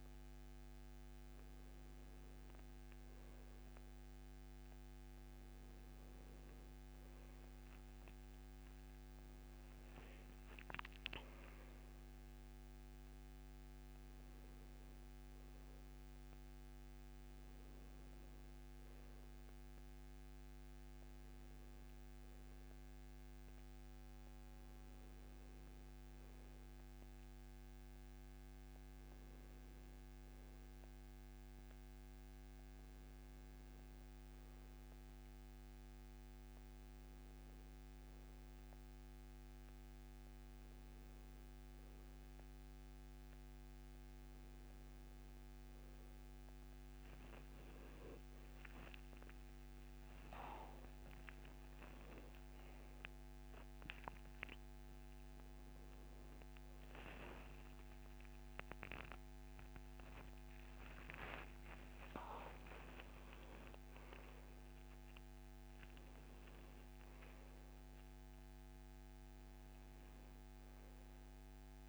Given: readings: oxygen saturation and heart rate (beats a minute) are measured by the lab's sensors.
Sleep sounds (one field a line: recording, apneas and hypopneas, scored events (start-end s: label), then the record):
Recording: breathing in sleep by a microphone on the trachea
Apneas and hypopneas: none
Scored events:
56.50-60.50 s: arousal
From the record:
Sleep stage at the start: N1 (lightest sleep)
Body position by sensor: on the back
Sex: male